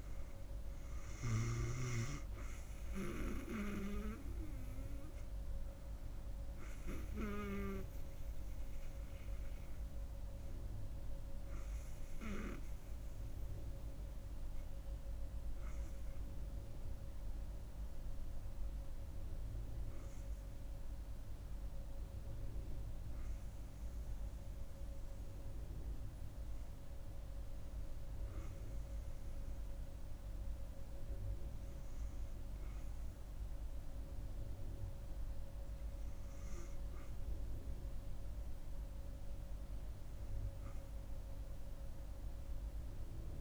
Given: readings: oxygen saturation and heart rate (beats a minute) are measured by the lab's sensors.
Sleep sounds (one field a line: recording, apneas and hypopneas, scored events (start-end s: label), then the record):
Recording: breathing in sleep by a room microphone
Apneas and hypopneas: none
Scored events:
0.00-18.50 s: oxygen desaturation (device-marked, oxygen 92% lowest)
From the record:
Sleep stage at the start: N2 (light sleep)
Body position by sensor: on the right side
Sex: female